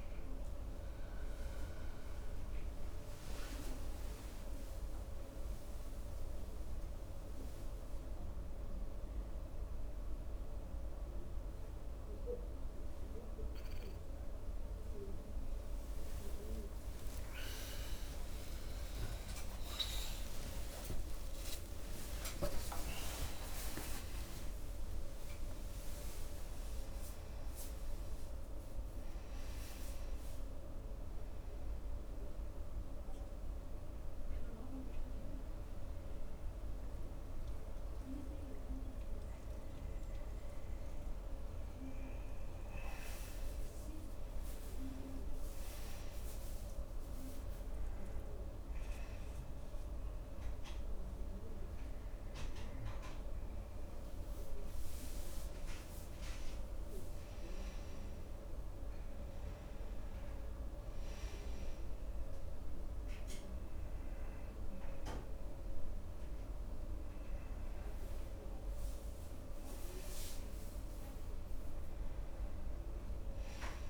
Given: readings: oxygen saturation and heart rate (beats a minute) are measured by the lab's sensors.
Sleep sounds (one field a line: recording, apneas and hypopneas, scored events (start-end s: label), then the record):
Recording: breathing in sleep, hard to hear, by a room microphone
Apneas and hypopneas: 2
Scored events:
6.50-17.50 s: mixed apnea (oxygen 97% before, 93% lowest)
19.00-25.50 s: arousal
34.00-44.00 s: mixed apnea (oxygen 97% before, 93% lowest)
44.50-49.00 s: arousal
From the record:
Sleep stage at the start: N2 (light sleep)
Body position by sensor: on the front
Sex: male